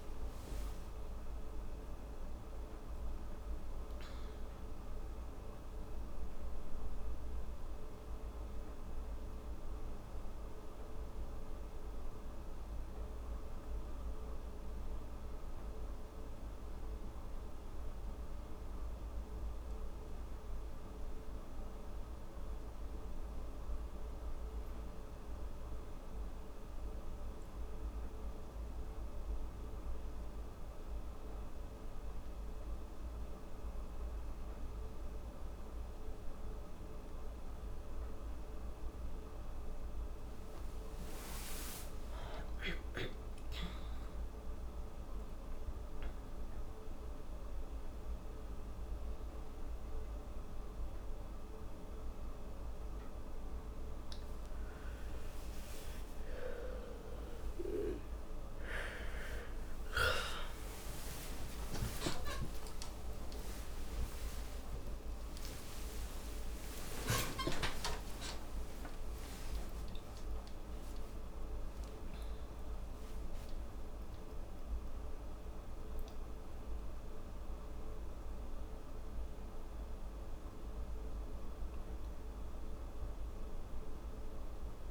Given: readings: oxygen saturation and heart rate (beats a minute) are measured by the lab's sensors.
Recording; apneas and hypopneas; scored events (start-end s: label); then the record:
a person partly awake in a sleep study, by a room microphone; none
17.00-47.00 s: oxygen desaturation (device-marked, oxygen 99% before, 93% lowest, heart rate 86 before, 82 extreme)
53.00-83.00 s: new sleep stage, awake
83.00-84.91 s: new sleep stage, N2 (light sleep)
From the record:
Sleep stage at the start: N1 (lightest sleep); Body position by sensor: on the back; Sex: female